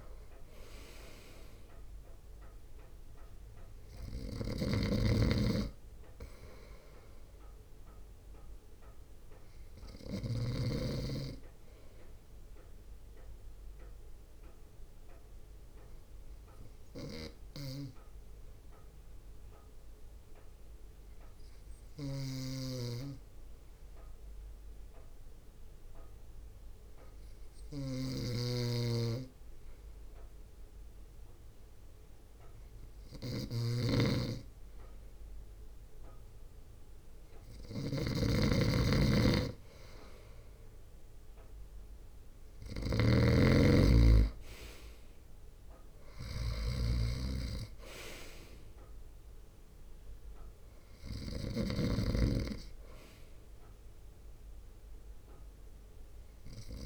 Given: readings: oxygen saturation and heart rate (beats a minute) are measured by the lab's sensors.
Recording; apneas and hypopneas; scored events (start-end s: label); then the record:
breathing in sleep by a room microphone; 1
0.00-13.50 s: drop in pulse transit time (device-marked, heart rate 52 extreme)
4.50-10.50 s: snoring (device-marked)
15.00-33.50 s: obstructive apnea (oxygen 96% before, 94% lowest, heart rate 56 before, 57 extreme, up 1 after)
17.50-56.86 s: snoring (device-marked)
35.50-39.50 s: arousal
41.50-56.50 s: drop in pulse transit time (device-marked, heart rate 60 before, 57 extreme)
From the record:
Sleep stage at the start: N2 (light sleep); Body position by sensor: on the front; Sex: male